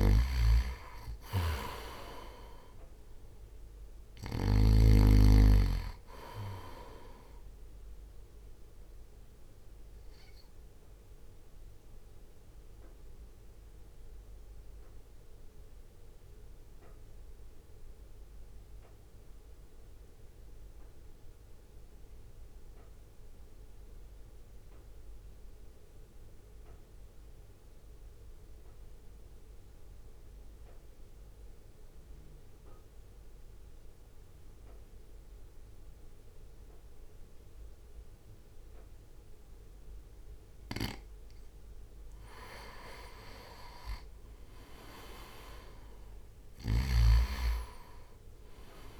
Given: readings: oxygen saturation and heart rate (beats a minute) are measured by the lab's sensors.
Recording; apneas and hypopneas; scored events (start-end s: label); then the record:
breathing in sleep by a room microphone; 1
0.00-5.00 s: snoring (device-marked)
0.00-9.50 s: oxygen desaturation (device-marked, oxygen 91% lowest, heart rate 47 extreme)
0.00-13.50 s: drop in pulse transit time (device-marked, heart rate 47 extreme)
10.50-41.00 s: mixed apnea (oxygen 99% before, 88% lowest, heart rate 55 before, 49 extreme, up 4 after)
24.50-33.50 s: oxygen desaturation (device-marked, oxygen 92% before, 89% lowest, heart rate 53 before, 49 extreme)
44.50-48.00 s: arousal
45.50-49.00 s: drop in pulse transit time (device-marked, heart rate 59 before, 49 extreme)
45.50-49.00 s: oxygen desaturation (device-marked, oxygen 98% before, 90% lowest, heart rate 59 before, 50 extreme)
46.50-49.00 s: snoring (device-marked)
From the record:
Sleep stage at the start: N2 (light sleep); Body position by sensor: on the right side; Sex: male